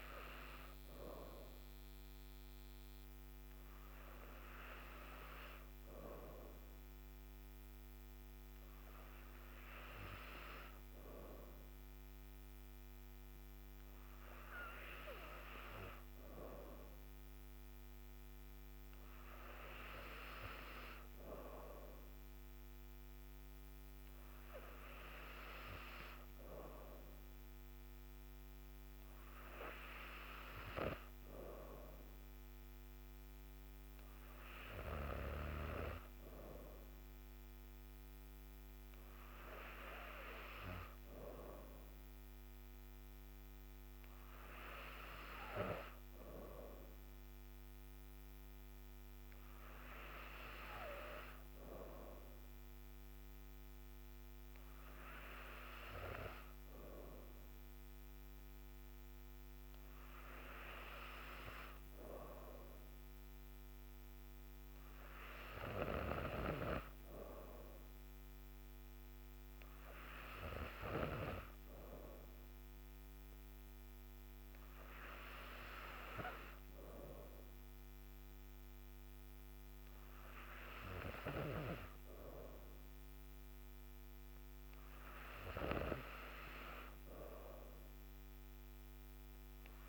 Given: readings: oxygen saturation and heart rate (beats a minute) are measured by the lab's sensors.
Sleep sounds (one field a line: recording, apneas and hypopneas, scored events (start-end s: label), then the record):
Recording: breathing in sleep by a microphone on the trachea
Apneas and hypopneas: none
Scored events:
87.00-89.89 s: new sleep stage, N3 (deep sleep)
From the record:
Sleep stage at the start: N2 (light sleep)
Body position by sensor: on the back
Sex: female